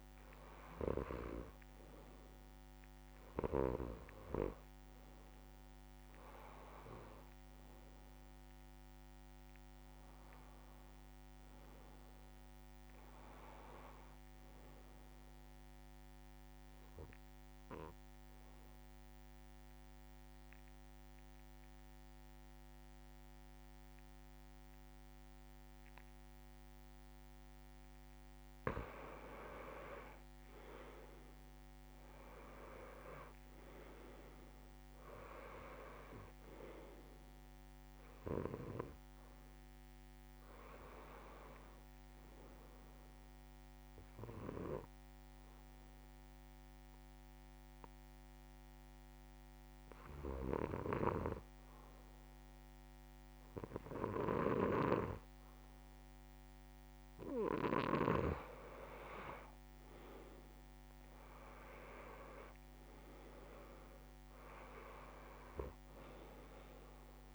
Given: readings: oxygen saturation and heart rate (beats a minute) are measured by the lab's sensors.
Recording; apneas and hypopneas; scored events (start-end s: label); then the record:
breathing in sleep by a microphone on the trachea; 2
4.50-14.50 s: oxygen desaturation (device-marked, oxygen 96% before, 91% lowest)
16.00-28.50 s: obstructive apnea (oxygen 96% before, 90% lowest)
30.00-33.00 s: arousal
34.50-51.50 s: oxygen desaturation (device-marked, oxygen 95% before, 90% lowest)
44.00-57.50 s: hypopnea (oxygen 96% before, 89% lowest)
60.00-63.50 s: arousal
61.50-67.35 s: oxygen desaturation (device-marked, oxygen 97% before, 92% lowest)
From the record:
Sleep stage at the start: N2 (light sleep); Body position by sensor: on the back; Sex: male